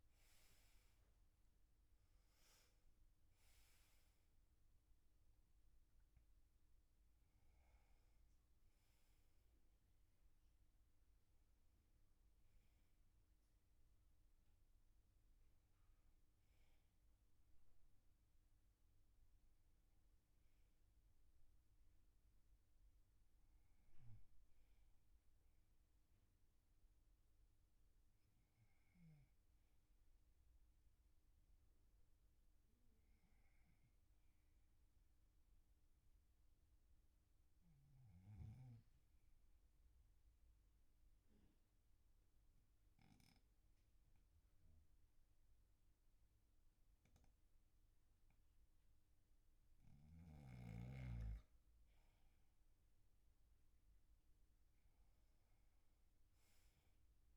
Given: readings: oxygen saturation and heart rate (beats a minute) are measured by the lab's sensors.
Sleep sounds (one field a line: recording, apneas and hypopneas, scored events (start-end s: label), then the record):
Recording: breathing in sleep, hard to hear, by a room microphone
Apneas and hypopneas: 1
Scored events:
1.00-31.00 s: new sleep stage, N1 (lightest sleep)
22.00-48.00 s: oxygen desaturation (device-marked, oxygen 98% before, 90% lowest, heart rate 52 before, 43 extreme)
31.00-57.37 s: new sleep stage, N2 (light sleep)
35.50-50.00 s: obstructive apnea (oxygen 99% before, 90% lowest, heart rate 48 before, 43 extreme, up 8 after)
52.50-56.50 s: arousal
From the record:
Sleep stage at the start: N2 (light sleep)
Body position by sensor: on the back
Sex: male